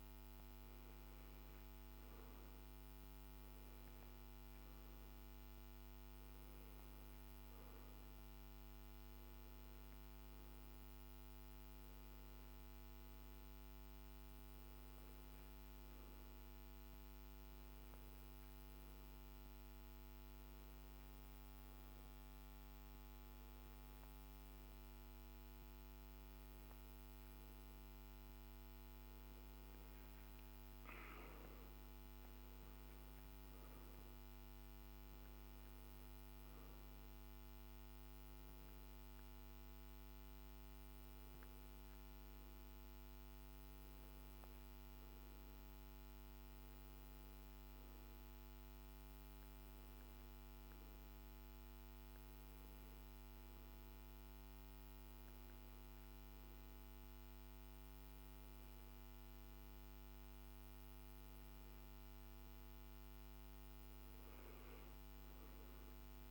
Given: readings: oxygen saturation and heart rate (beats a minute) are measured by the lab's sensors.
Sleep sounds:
breathing in sleep, hard to hear, by a microphone on the trachea; none
none scored
From the record:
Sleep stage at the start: N1 (lightest sleep); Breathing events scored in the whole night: 54 in 5.5 hours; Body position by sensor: on the back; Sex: male

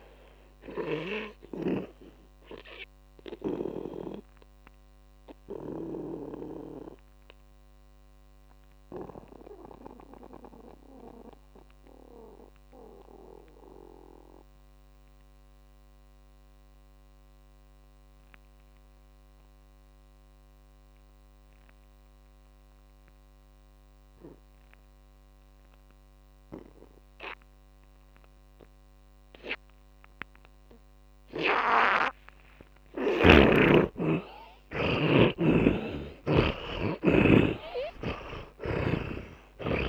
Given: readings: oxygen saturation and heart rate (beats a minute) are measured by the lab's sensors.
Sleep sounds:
breathing in sleep by a microphone on the trachea; 1
0.00-22.00 s: oxygen desaturation (device-marked, oxygen 80% lowest)
2.00-6.50 s: snoring (device-marked)
2.00-33.50 s: mixed apnea (oxygen 100% before, 80% lowest)
29.00-35.00 s: oxygen desaturation (device-marked, oxygen 100% before, 95% lowest)
33.50-37.00 s: snoring (device-marked)
36.00-39.89 s: arousal
37.00-39.89 s: oxygen desaturation (device-marked, oxygen 100% before, 81% lowest)
From the record:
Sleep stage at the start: N2 (light sleep); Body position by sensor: on the back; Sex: male

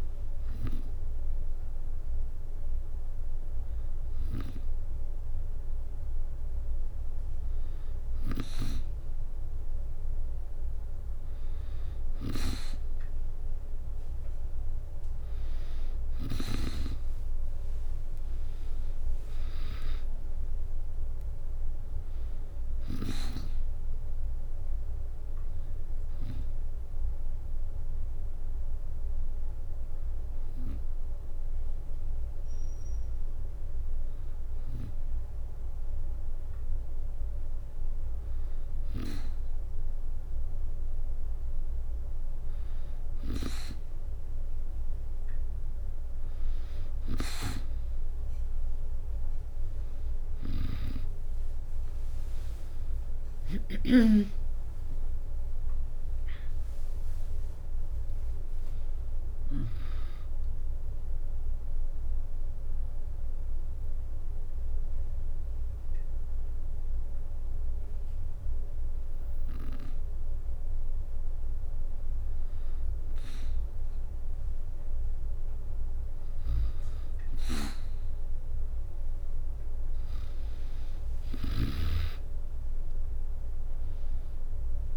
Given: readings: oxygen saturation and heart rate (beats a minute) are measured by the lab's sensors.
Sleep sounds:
breathing in sleep by a room microphone; 1
11.00-30.00 s: oxygen desaturation (device-marked, oxygen 96% before, 92% lowest, heart rate 64 before, 62 extreme)
17.00-30.00 s: drop in pulse transit time (device-marked, heart rate 64 before, 64 extreme)
50.00-59.50 s: snoring (device-marked)
51.00-66.00 s: drop in pulse transit time (device-marked, heart rate 64 before, 66 extreme)
52.50-56.50 s: arousal
60.50-71.50 s: hypopnea (oxygen 96% before, 92% lowest, heart rate 70 before, 62 extreme, up 2 after)
77.00-79.50 s: arousal
82.00-84.97 s: oxygen desaturation (device-marked, oxygen 96% before, 92% lowest, heart rate 64 before, 63 extreme)
From the record:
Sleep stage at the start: N2 (light sleep); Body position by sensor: on the back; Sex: female

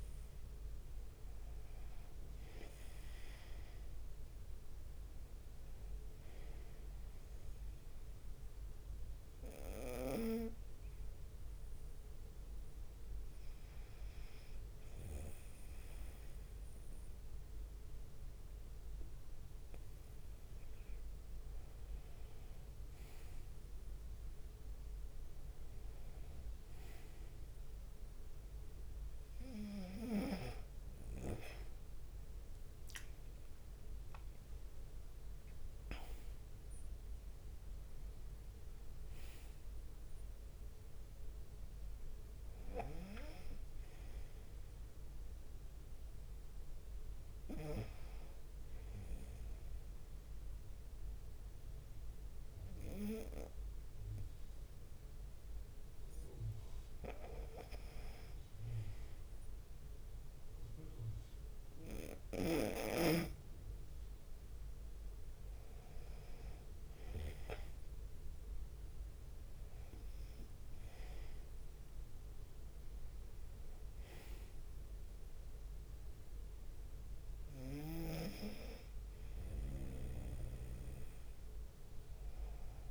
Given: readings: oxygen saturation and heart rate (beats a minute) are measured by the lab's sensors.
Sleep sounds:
breathing in sleep by a room microphone; 1
8.50-20.50 s: hypopnea (oxygen 95% before, 92% lowest, heart rate 67 before, 66 extreme, up 3 after)
28.50-33.50 s: arousal
33.00-38.00 s: leg movement (device-marked)
58.00-82.91 s: new sleep stage, N2 (light sleep)
59.00-77.00 s: drop in pulse transit time (device-marked, heart rate 67 before, 65 extreme)
65.50-67.00 s: leg movement (device-marked)
From the record:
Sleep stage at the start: N1 (lightest sleep); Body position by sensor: on the right side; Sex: male

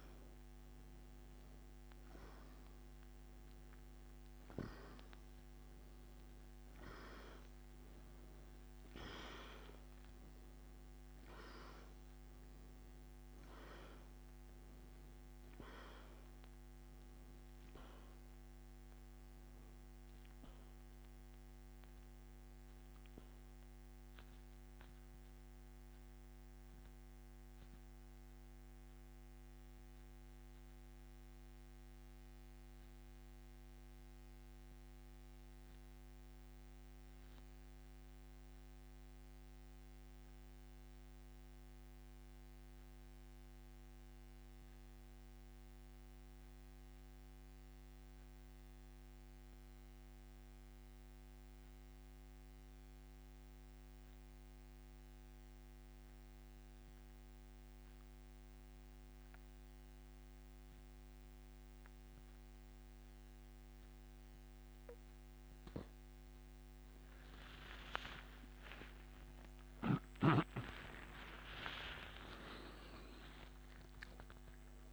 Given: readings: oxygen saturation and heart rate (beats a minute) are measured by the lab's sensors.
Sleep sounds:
breathing in sleep by a microphone on the trachea; 1
0.00-1.00 s: arousal
10.00-12.00 s: oxygen desaturation (device-marked, oxygen 97% before, 95% lowest, heart rate 92 before, 68 extreme)
22.00-56.00 s: oxygen desaturation (device-marked, oxygen 95% before, 87% lowest, heart rate 87 before, 65 extreme)
26.00-65.50 s: central apnea (oxygen 98% before, 86% lowest, heart rate 88 before, 65 extreme, up 55 after)
68.50-73.50 s: arousal
From the record:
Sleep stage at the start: N2 (light sleep); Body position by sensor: on the back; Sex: male

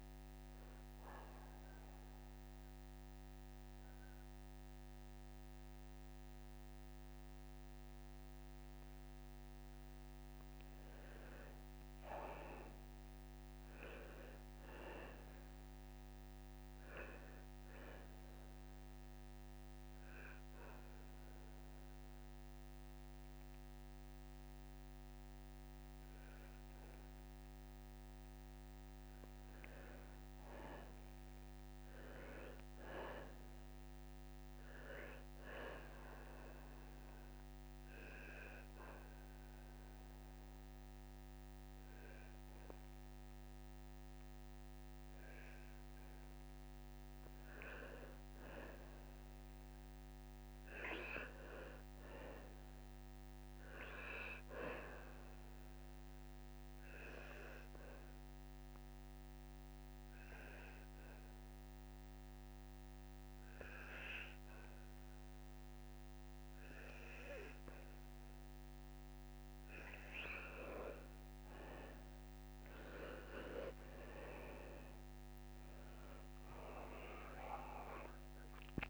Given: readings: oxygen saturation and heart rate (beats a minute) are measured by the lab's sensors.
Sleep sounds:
breathing in sleep by a microphone on the trachea; 4
0.50-10.50 s: mixed apnea (oxygen 98% before, 88% lowest, heart rate 104 before, 36 extreme, up 4 after)
1.00-8.00 s: oxygen desaturation (device-marked, oxygen 98% before, 93% lowest, heart rate 107 before, 36 extreme)
12.00-15.00 s: arousal
16.00-28.00 s: oxygen desaturation (device-marked, oxygen 95% before, 88% lowest, heart rate 112 before, 40 extreme)
18.50-29.50 s: obstructive apnea (oxygen 98% before, 86% lowest, heart rate 108 before, 51 extreme, up 49 after)
31.00-34.00 s: arousal
33.00-46.00 s: oxygen desaturation (device-marked, oxygen 96% before, 89% lowest)
36.50-46.50 s: obstructive apnea (oxygen 96% before, 86% lowest)
48.00-51.00 s: arousal
53.00-66.00 s: oxygen desaturation (device-marked, oxygen 95% before, 88% lowest)
56.50-69.50 s: obstructive apnea (oxygen 96% before, 86% lowest)
72.00-76.00 s: arousal
72.00-78.90 s: oxygen desaturation (device-marked, oxygen 95% before, 86% lowest, heart rate 73 before, 26 extreme)
From the record:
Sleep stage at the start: N2 (light sleep); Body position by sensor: on the back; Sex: male

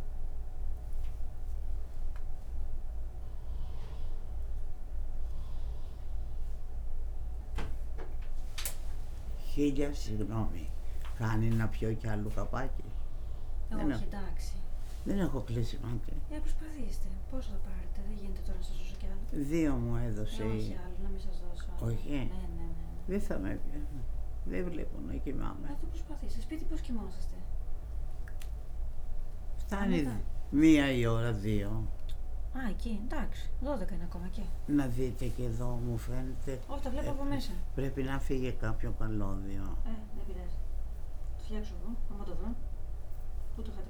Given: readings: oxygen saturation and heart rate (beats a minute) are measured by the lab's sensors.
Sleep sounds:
breathing in sleep by a room microphone; none
none scored
From the record:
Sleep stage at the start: N1 (lightest sleep); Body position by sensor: on the right side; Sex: female

